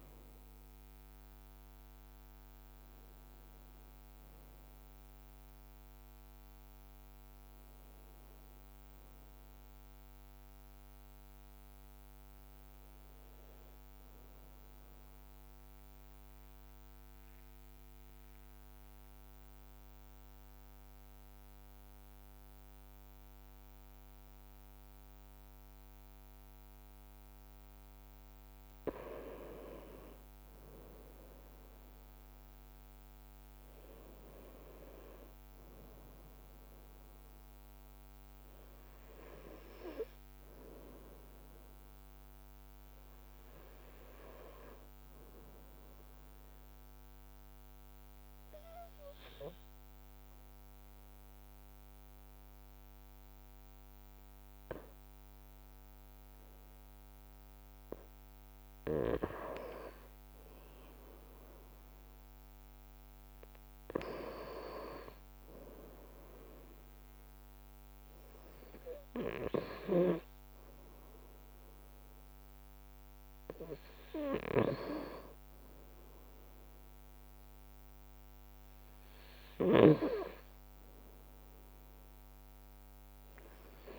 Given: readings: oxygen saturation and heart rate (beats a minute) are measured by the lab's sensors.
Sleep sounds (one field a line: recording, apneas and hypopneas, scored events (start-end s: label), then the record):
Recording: breathing in sleep by a microphone on the trachea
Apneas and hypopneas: 2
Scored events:
8.50-12.00 s: arousal
14.50-28.50 s: obstructive apnea (oxygen 97% before, 94% lowest, heart rate 58 before, 54 extreme, up 1 after)
16.50-18.00 s: leg movement (device-marked)
23.00-33.00 s: leg movement (device-marked)
33.50-37.50 s: arousal
45.50-58.00 s: obstructive apnea (oxygen 98% before, 94% lowest, heart rate 55 before, 54 extreme, up 1 after)
68.50-72.50 s: arousal
74.00-80.00 s: snoring (device-marked)
From the record:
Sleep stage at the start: N2 (light sleep)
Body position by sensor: on the right side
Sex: male